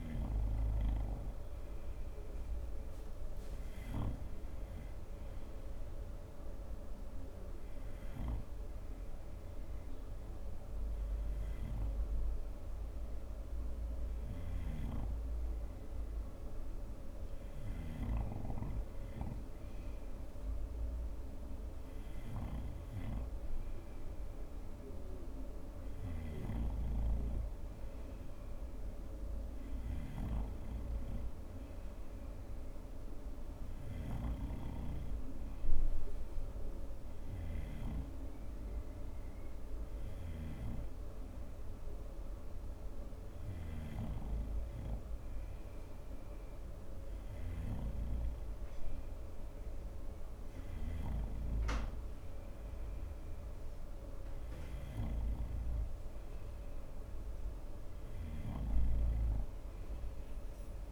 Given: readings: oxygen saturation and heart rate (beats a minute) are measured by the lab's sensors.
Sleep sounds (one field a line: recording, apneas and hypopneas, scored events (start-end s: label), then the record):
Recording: breathing in sleep by a room microphone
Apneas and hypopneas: none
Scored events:
0.00-1.50 s: snoring (device-marked)
From the record:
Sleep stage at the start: N2 (light sleep)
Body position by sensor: on the front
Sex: male